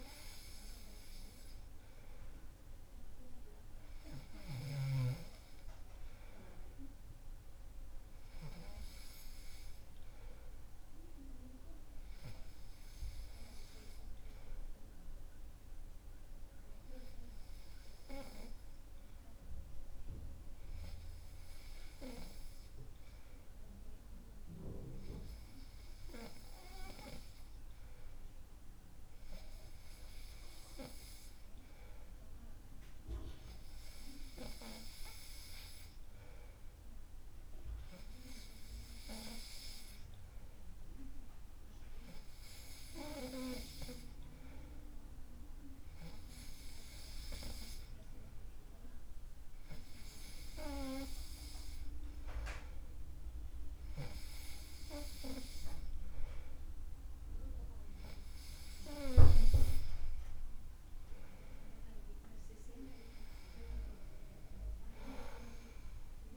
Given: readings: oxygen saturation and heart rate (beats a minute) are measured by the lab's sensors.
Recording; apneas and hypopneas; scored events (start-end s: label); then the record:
breathing in sleep by a room microphone; none
61.00-65.00 s: arousal
From the record:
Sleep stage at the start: N2 (light sleep); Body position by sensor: on the back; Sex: male